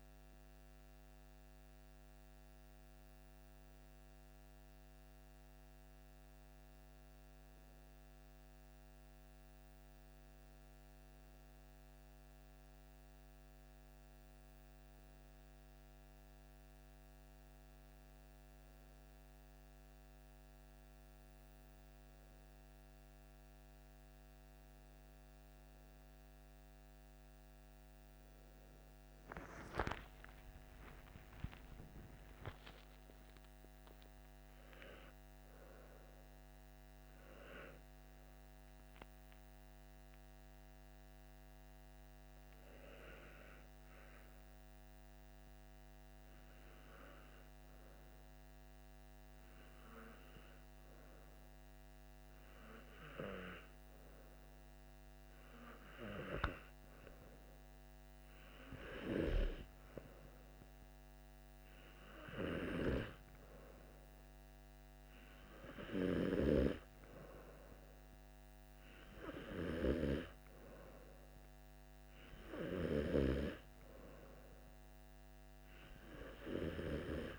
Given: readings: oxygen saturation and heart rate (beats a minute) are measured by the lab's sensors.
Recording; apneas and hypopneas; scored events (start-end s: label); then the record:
breathing in sleep by a microphone on the trachea; none
29.00-33.50 s: arousal
From the record:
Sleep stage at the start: N2 (light sleep); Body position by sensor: on the back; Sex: male